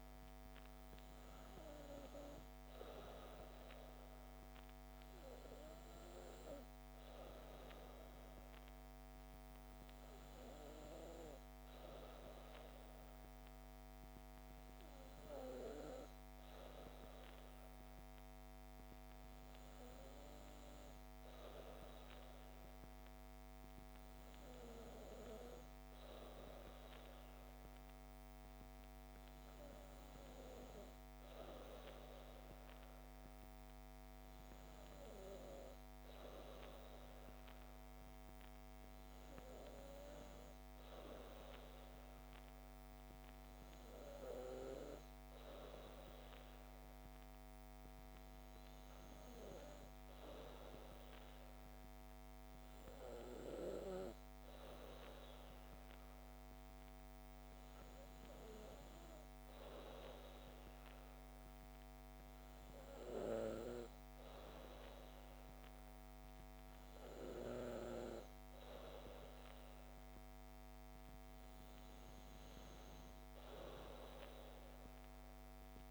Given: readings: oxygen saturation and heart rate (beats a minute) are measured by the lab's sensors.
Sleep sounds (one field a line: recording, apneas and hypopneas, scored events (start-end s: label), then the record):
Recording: breathing in sleep by a microphone on the trachea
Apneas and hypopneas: none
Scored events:
none scored
From the record:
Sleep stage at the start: N2 (light sleep)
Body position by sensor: on the back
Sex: female